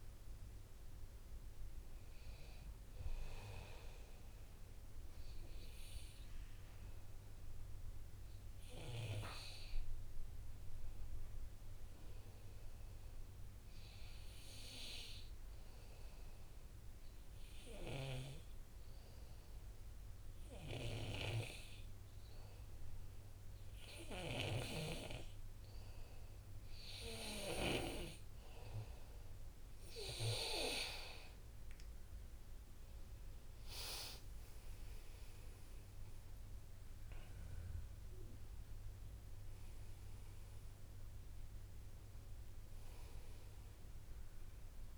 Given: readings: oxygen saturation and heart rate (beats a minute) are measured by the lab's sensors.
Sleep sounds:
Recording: breathing in sleep by a room microphone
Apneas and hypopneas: 1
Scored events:
0.00-10.50 s: oxygen desaturation (device-marked, oxygen 94% lowest, heart rate 59 extreme)
15.00-27.50 s: obstructive apnea (oxygen 99% before, 92% lowest, heart rate 60 before, 60 extreme, up 4 after)
29.50-44.98 s: oxygen desaturation (device-marked, oxygen 98% before, 92% lowest, heart rate 61 before, 58 extreme)
31.00-36.50 s: arousal
From the record:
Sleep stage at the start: N2 (light sleep)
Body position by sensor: on the back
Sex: male

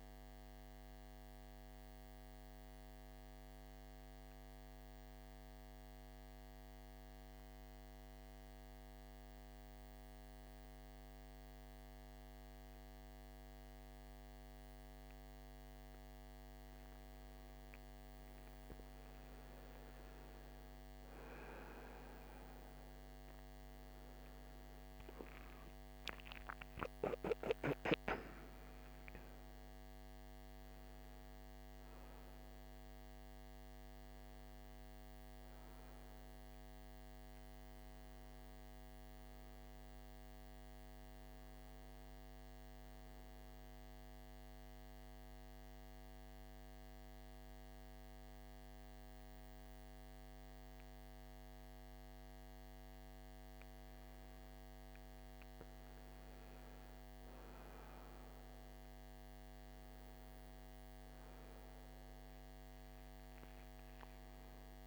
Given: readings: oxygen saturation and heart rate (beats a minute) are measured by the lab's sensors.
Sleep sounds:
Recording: breathing in sleep, hard to hear, by a microphone on the trachea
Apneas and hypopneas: 1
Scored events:
1.00-16.00 s: central apnea (oxygen 98% before, 89% lowest, heart rate 59 before, 54 extreme, up 12 after)
6.50-64.87 s: new sleep stage, N2 (light sleep)
19.00-23.50 s: arousal
20.50-40.50 s: oxygen desaturation (device-marked, oxygen 97% before, 89% lowest, heart rate 56 before, 54 extreme)
62.50-64.87 s: arousal
63.50-64.87 s: oxygen desaturation (device-marked, oxygen 97% before, 92% lowest, heart rate 57 before, 55 extreme)
From the record:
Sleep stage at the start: N1 (lightest sleep)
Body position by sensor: on the right side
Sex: male

